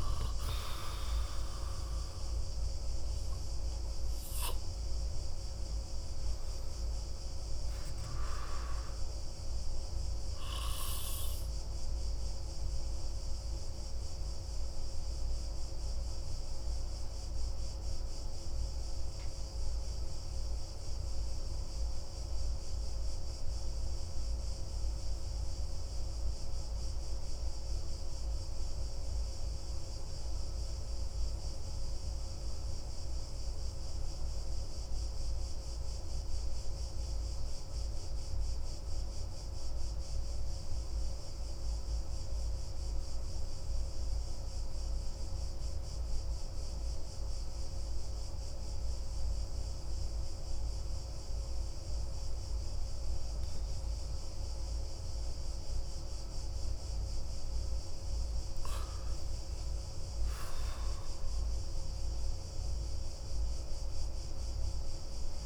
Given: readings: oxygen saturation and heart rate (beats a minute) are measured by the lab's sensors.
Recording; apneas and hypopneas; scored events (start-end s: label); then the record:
breathing in sleep, hard to hear, by a room microphone; 1
10.50-57.00 s: obstructive apnea (oxygen 96% before, 91% lowest)
59.00-63.00 s: arousal
From the record:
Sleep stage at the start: N2 (light sleep); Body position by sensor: on the back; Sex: male